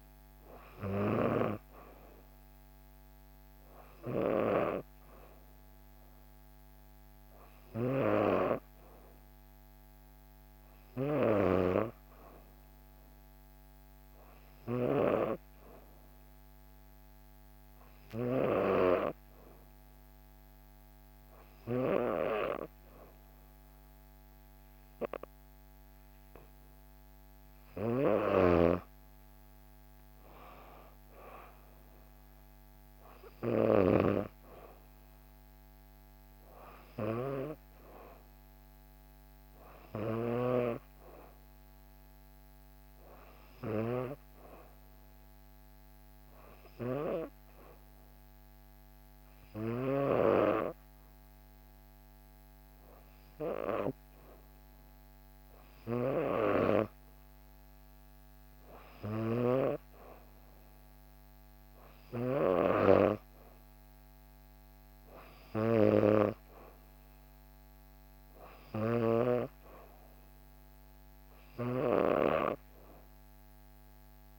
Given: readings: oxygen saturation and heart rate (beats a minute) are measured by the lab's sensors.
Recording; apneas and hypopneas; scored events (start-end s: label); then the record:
breathing in sleep by a microphone on the trachea; 1
0.00-15.00 s: oxygen desaturation (device-marked, oxygen 90% lowest, heart rate 60 extreme)
15.00-27.50 s: obstructive apnea (oxygen 96% before, 93% lowest, heart rate 62 before, 60 extreme, up 3 after)
29.00-32.50 s: arousal
From the record:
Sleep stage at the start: N2 (light sleep); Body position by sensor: on the back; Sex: female